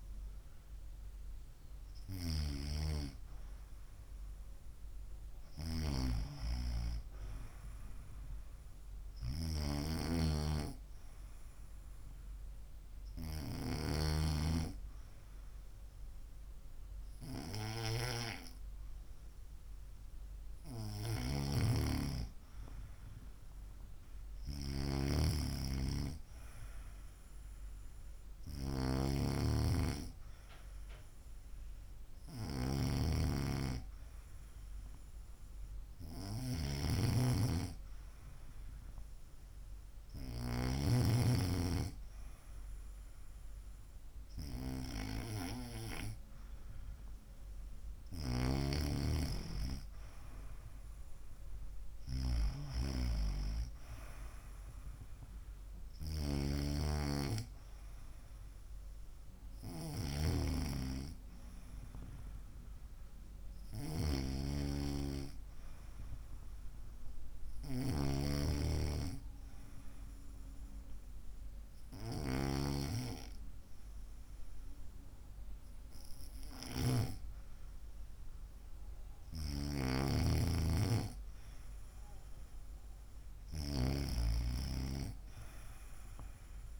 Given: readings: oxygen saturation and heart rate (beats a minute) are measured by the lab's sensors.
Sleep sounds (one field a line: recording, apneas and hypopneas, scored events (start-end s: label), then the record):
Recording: breathing in sleep by a room microphone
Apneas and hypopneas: 1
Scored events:
69.00-82.00 s: hypopnea (oxygen 95% before, 94% lowest, heart rate 62 before, 58 extreme, up 3 after)
From the record:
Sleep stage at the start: N2 (light sleep)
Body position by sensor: on the right side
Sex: female